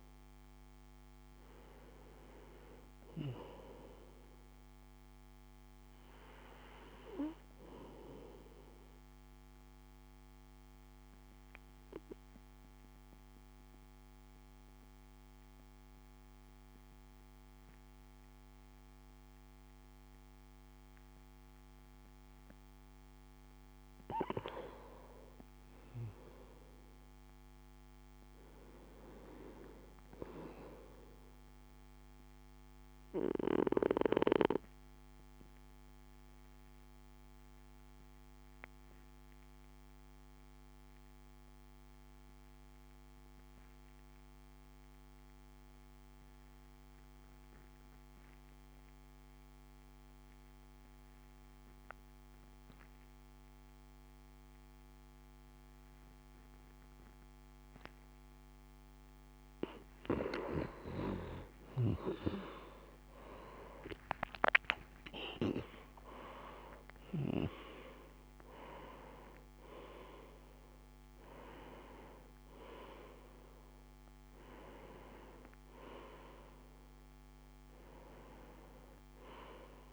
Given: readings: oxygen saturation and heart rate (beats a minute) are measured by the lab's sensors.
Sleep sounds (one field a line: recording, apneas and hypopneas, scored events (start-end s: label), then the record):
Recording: breathing in sleep by a microphone on the trachea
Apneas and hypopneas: 2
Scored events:
0.00-12.50 s: oxygen desaturation (device-marked, oxygen 87% lowest, heart rate 54 extreme)
9.50-23.00 s: obstructive apnea (oxygen 93% before, 88% lowest, heart rate 61 before, 55 extreme, up 5 after)
25.50-29.00 s: arousal
33.00-59.50 s: obstructive apnea (oxygen 97% before, 88% lowest, heart rate 56 before, 55 extreme, up 10 after)
52.50-79.93 s: oxygen desaturation (device-marked, oxygen 95% before, 88% lowest, heart rate 56 before, 56 extreme)
60.50-65.50 s: arousal
From the record:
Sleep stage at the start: REM sleep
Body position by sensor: on the right side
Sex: male